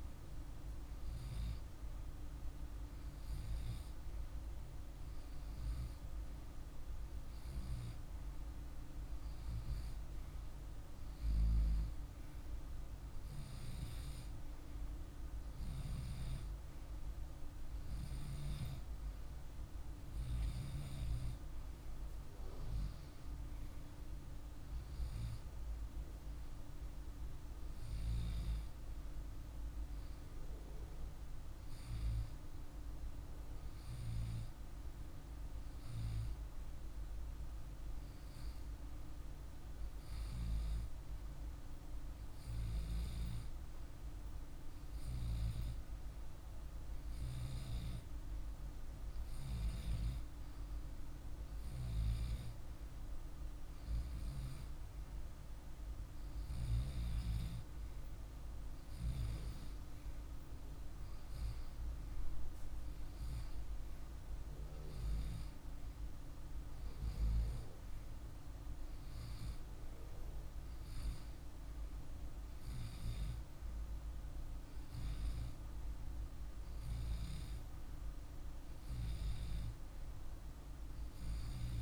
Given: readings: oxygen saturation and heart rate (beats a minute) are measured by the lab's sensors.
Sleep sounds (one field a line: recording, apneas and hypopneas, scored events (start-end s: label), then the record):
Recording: breathing in sleep, hard to hear, by a room microphone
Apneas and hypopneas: 1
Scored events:
28.50-33.00 s: arousal
39.50-53.00 s: hypopnea (oxygen 98% before, 95% lowest, heart rate 50 before, 50 extreme, up 1 after)
55.00-58.50 s: arousal
From the record:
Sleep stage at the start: REM sleep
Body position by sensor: on the left side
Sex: male